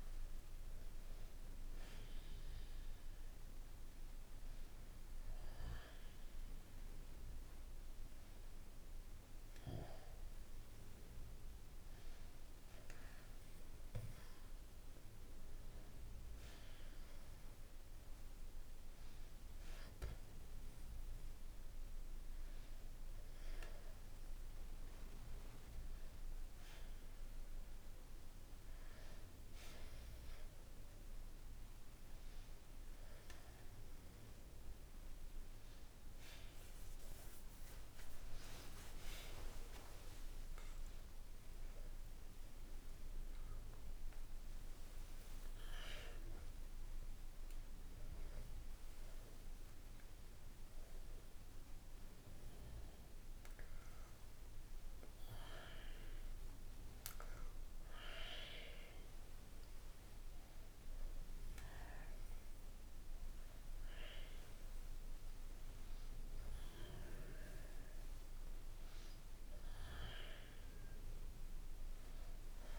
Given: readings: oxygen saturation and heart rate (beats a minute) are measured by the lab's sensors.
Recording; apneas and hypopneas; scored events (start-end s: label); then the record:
a person awake in a sleep study, by a room microphone; none
none scored
From the record:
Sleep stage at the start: awake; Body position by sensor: on the back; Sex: male